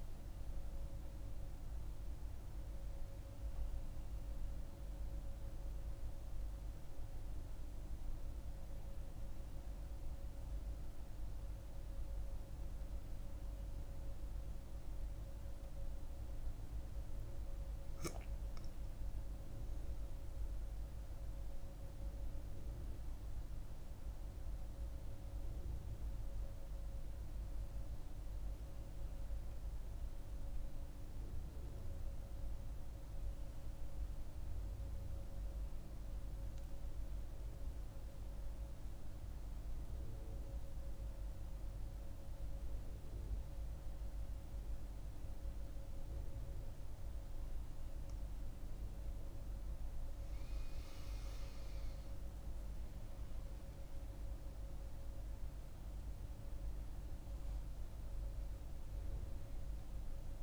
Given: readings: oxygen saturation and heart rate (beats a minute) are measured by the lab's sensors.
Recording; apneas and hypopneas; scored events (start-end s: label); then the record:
a person partly awake in a sleep study, hard to hear, by a room microphone; 1
2.50-60.43 s: new sleep stage, N2 (light sleep)
28.00-47.50 s: mixed apnea (oxygen 99% before, 92% lowest, heart rate 76 before, 64 extreme, up 10 after)
46.50-60.43 s: oxygen desaturation (device-marked, oxygen 97% before, 92% lowest, heart rate 72 before, 66 extreme)
49.00-52.50 s: arousal
From the record:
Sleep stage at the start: awake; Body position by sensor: on the right side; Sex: female